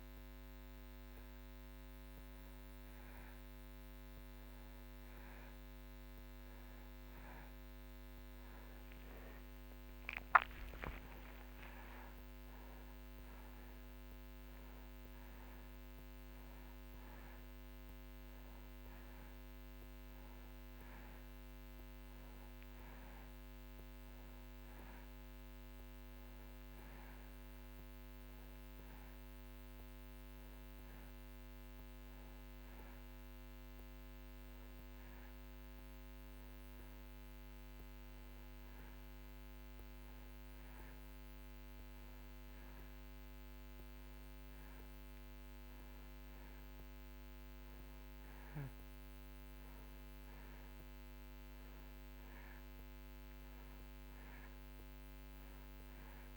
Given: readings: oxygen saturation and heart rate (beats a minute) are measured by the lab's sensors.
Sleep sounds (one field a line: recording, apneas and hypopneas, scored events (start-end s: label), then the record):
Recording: breathing in sleep, hard to hear, by a microphone on the trachea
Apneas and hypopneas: none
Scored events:
none scored
From the record:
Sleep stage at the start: N2 (light sleep)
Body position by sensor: on the back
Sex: male